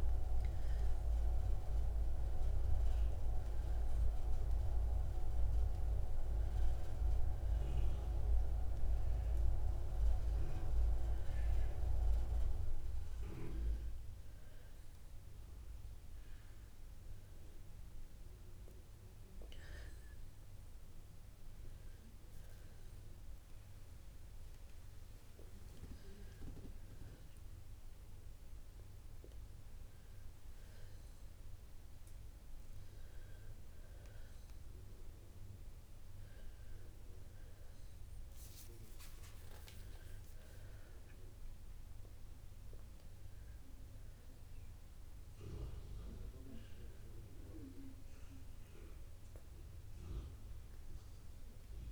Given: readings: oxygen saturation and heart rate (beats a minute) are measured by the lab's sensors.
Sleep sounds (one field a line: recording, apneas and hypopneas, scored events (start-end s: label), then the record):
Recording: a person partly awake in a sleep study, by a room microphone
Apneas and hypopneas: none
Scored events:
28.00-51.92 s: new sleep stage, awake
From the record:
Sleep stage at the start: N1 (lightest sleep)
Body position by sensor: on the back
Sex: female